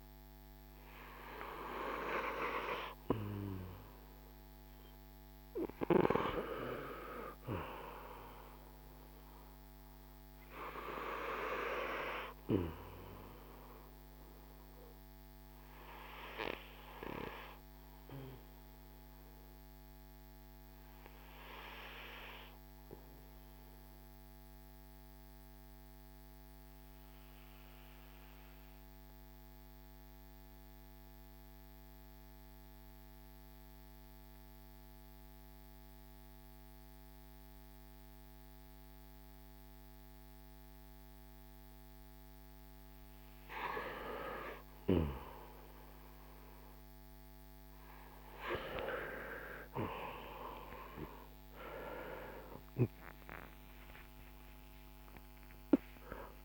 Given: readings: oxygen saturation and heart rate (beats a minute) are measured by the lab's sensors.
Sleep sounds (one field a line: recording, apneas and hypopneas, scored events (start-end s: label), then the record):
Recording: breathing in sleep by a microphone on the trachea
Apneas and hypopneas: 1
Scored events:
13.50-44.50 s: obstructive apnea (oxygen 96% before, 91% lowest, heart rate 53 before, 42 extreme, up 16 after)
21.50-36.50 s: oxygen desaturation (device-marked, oxygen 94% before, 91% lowest, heart rate 53 before, 42 extreme)
51.50-56.45 s: arousal
From the record:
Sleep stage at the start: N2 (light sleep)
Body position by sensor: on the back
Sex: male